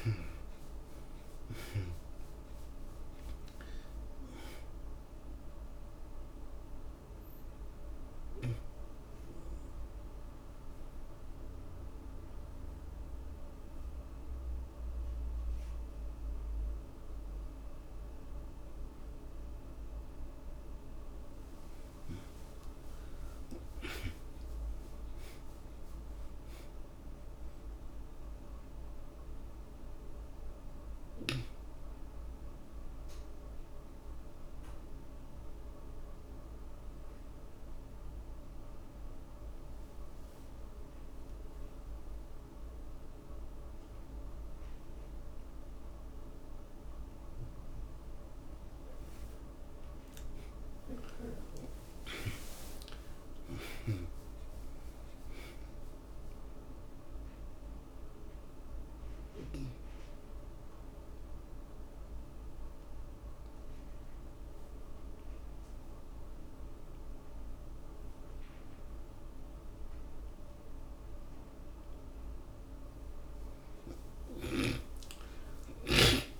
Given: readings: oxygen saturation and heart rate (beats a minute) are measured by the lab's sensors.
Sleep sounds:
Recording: breathing in sleep by a room microphone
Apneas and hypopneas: 3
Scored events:
0.00-3.50 s: arousal
5.50-20.50 s: oxygen desaturation (device-marked, oxygen 93% before, 68% lowest, heart rate 86 before, 68 extreme)
7.00-19.50 s: obstructive apnea (oxygen 93% before, 68% lowest, heart rate 89 before, 68 extreme, up 39 after)
21.50-26.50 s: arousal
29.50-45.50 s: obstructive apnea (oxygen 92% before, 68% lowest, heart rate 85 before, 49 extreme, up 6 after)
30.50-44.50 s: oxygen desaturation (device-marked, oxygen 91% before, 75% lowest, heart rate 87 before, 49 extreme)
46.50-75.50 s: oxygen desaturation (device-marked, oxygen 92% before, 68% lowest)
49.50-54.00 s: arousal
58.00-71.50 s: obstructive apnea (oxygen 92% before, 68% lowest)
74.00-76.40 s: arousal
From the record:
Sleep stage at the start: N2 (light sleep)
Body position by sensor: on the back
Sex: male

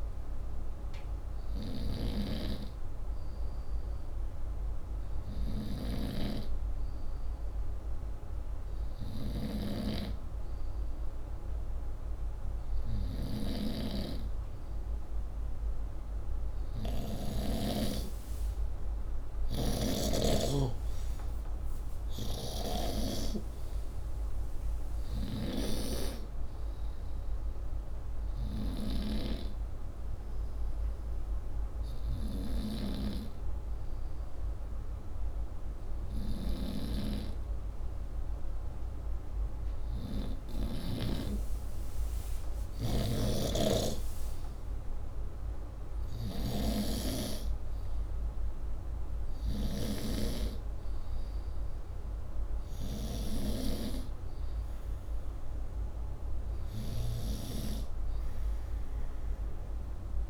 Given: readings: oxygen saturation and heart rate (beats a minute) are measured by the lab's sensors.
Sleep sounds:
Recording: breathing in sleep by a room microphone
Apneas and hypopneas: 1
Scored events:
1.50-9.50 s: snoring (device-marked)
18.50-22.00 s: arousal
19.50-25.50 s: snoring (device-marked)
22.50-34.50 s: oxygen desaturation (device-marked, oxygen 97% before, 93% lowest, heart rate 67 before, 61 extreme)
28.50-39.50 s: hypopnea (oxygen 97% before, 93% lowest, heart rate 72 before, 61 extreme, up 19 after)
36.00-41.00 s: snoring (device-marked)
42.50-46.00 s: arousal
43.00-49.50 s: snoring (device-marked)
From the record:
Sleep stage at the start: N2 (light sleep)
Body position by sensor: upright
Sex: male

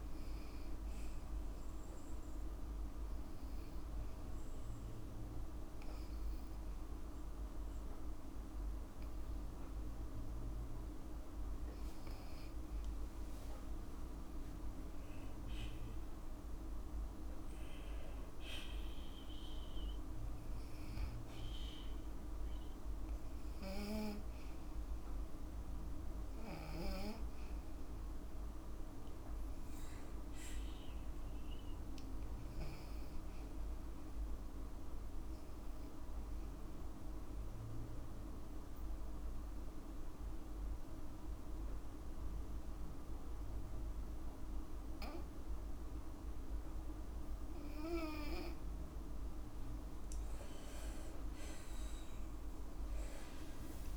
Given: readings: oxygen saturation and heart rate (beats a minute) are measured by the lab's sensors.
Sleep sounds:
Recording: breathing in sleep, hard to hear, by a room microphone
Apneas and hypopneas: 2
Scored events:
1.50-11.50 s: obstructive apnea (oxygen 98% before, 93% lowest, heart rate 57 before, 54 extreme, up 2 after)
12.50-32.50 s: oxygen desaturation (device-marked, oxygen 97% before, 94% lowest, heart rate 55 before, 52 extreme)
13.50-17.50 s: arousal
36.50-49.00 s: obstructive apnea (oxygen 97% before, 93% lowest)
52.50-53.97 s: new sleep stage, N1 (lightest sleep)
From the record:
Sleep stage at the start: N2 (light sleep)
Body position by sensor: on the back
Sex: female

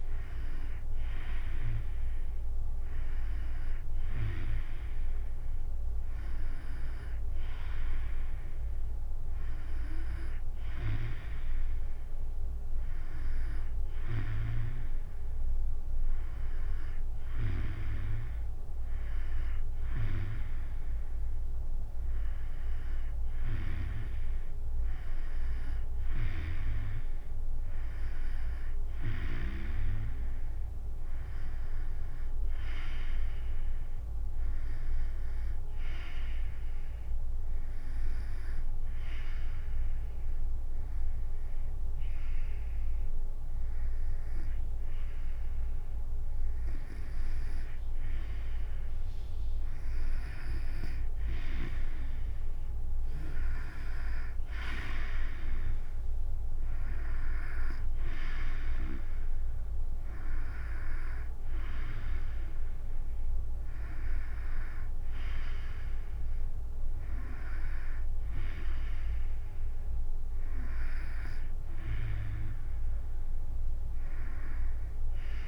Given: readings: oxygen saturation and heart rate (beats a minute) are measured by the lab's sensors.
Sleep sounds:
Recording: breathing in sleep by a room microphone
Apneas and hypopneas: 1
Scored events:
37.00-48.50 s: hypopnea (oxygen 95% before, 85% lowest, heart rate 70 before, 63 extreme, up 12 after)
51.00-55.00 s: arousal
52.50-71.50 s: oxygen desaturation (device-marked, oxygen 93% before, 90% lowest, heart rate 69 before, 60 extreme)
53.50-75.48 s: drop in pulse transit time (device-marked, heart rate 69 before, 72 extreme)
From the record:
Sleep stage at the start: N2 (light sleep)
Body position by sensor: on the back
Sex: female

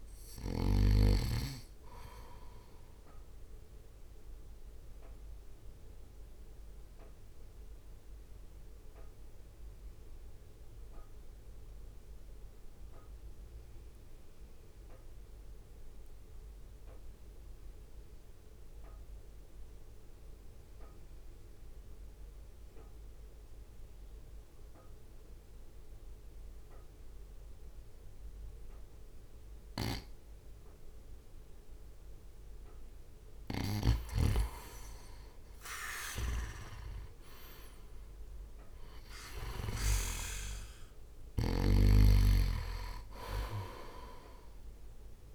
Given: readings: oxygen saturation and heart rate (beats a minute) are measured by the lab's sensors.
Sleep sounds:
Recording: breathing in sleep by a room microphone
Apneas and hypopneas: 1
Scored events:
0.00-1.50 s: snoring (device-marked)
0.00-2.50 s: oxygen desaturation (device-marked, oxygen 92% lowest, heart rate 49 extreme)
0.00-4.50 s: drop in pulse transit time (device-marked, heart rate 49 extreme)
3.00-33.50 s: mixed apnea (oxygen 97% before, 90% lowest, heart rate 57 before, 48 extreme, up 2 after)
32.50-45.35 s: oxygen desaturation (device-marked, oxygen 98% before, 93% lowest, heart rate 59 before, 48 extreme)
34.50-45.35 s: drop in pulse transit time (device-marked, heart rate 59 before, 48 extreme)
36.50-40.50 s: arousal
From the record:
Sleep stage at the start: N2 (light sleep)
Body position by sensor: on the right side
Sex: male

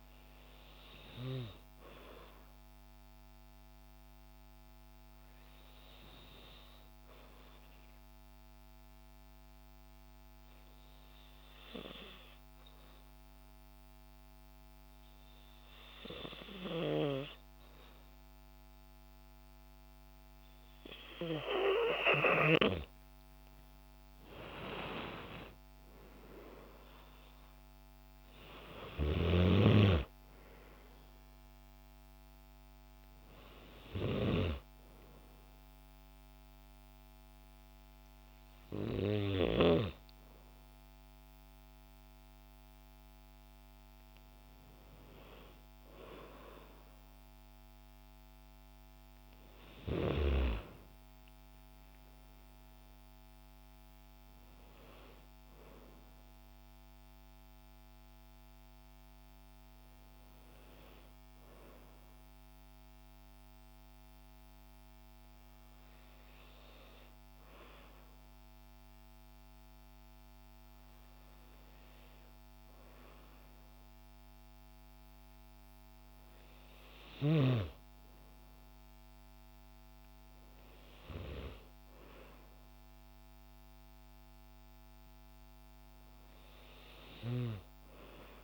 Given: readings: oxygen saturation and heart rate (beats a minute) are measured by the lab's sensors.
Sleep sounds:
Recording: breathing in sleep by a microphone on the trachea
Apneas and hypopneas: 1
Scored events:
4.00-21.50 s: hypopnea (oxygen 95% before, 91% lowest, heart rate 69 before, 71 extreme, up 50 after)
23.50-26.50 s: arousal
27.50-51.50 s: oxygen desaturation (device-marked, oxygen 96% before, 91% lowest, heart rate 94 before, 53 extreme)
52.50-56.00 s: arousal
From the record:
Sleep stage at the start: N2 (light sleep)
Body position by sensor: on the back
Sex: female

